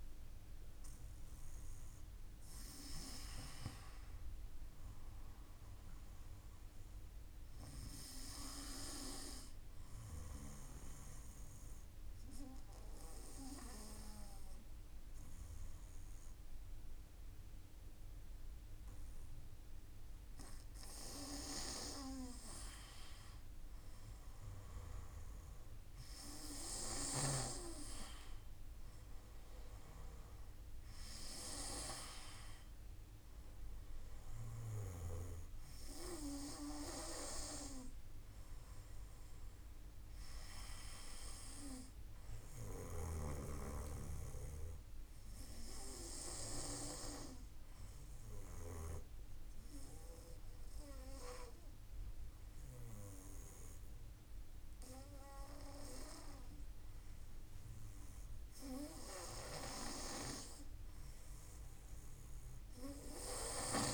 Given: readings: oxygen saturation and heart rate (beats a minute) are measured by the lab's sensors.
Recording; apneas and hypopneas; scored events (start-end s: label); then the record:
breathing in sleep by a room microphone; 2
4.50-7.50 s: arousal
10.00-22.00 s: obstructive apnea (oxygen 96% before, 93% lowest, heart rate 52 before, 52 extreme, up 0 after)
24.00-27.50 s: arousal
34.50-50.50 s: oxygen desaturation (device-marked, oxygen 96% before, 93% lowest, heart rate 52 before, 52 extreme)
42.00-48.00 s: snoring (device-marked)
46.50-59.50 s: obstructive apnea (oxygen 96% before, 93% lowest, heart rate 52 before, 52 extreme, up 3 after)
From the record:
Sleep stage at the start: N2 (light sleep); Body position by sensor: on the back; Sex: male